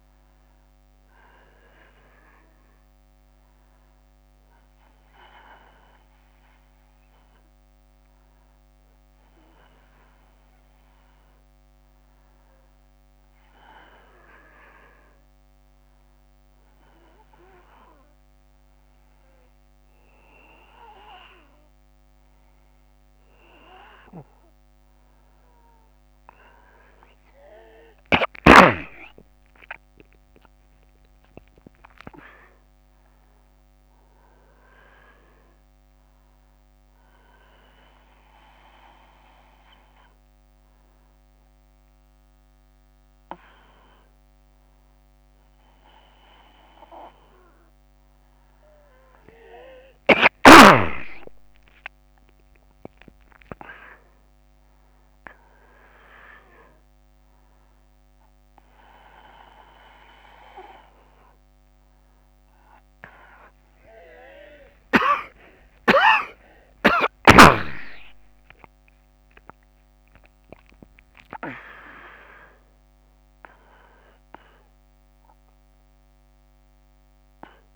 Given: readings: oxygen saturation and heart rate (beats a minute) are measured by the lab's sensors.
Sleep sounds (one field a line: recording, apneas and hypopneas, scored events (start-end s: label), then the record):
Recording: a person awake in a sleep study, by a microphone on the trachea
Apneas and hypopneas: none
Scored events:
none scored
From the record:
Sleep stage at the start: awake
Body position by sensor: on the back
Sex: male